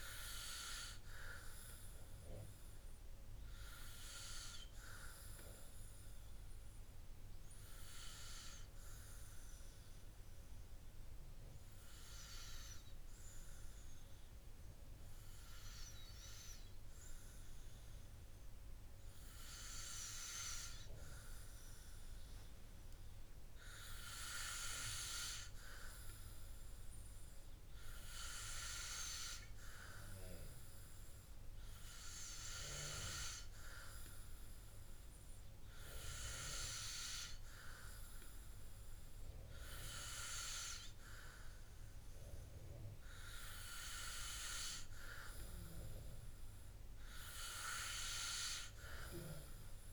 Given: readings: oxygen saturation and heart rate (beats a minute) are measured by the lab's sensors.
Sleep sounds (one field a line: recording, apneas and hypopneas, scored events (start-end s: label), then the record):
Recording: breathing in sleep by a room microphone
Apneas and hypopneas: none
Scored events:
none scored
From the record:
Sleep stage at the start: N2 (light sleep)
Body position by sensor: on the back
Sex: male